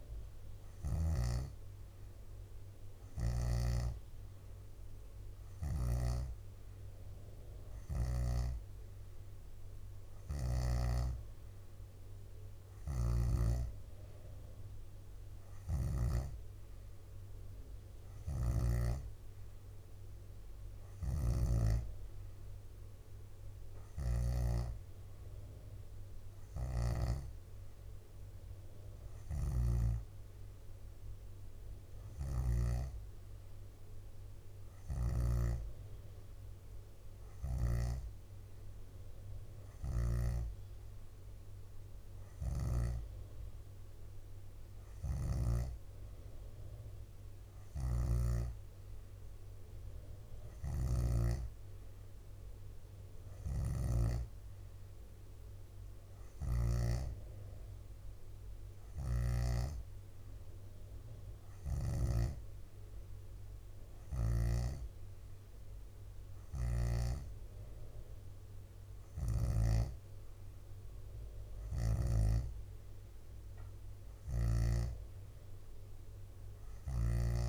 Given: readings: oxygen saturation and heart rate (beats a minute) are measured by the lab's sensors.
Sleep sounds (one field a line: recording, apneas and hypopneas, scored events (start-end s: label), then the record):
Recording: breathing in sleep by a room microphone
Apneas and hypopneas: none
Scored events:
1.00-6.00 s: snoring (device-marked)
18.00-19.50 s: leg movement (device-marked)
18.00-24.50 s: snoring (device-marked)
26.50-30.00 s: snoring (device-marked)
32.00-35.50 s: snoring (device-marked)
47.50-57.00 s: snoring (device-marked)
66.00-72.50 s: leg movement (device-marked)
74.00-77.48 s: snoring (device-marked)
From the record:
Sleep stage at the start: N3 (deep sleep)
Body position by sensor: on the back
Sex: female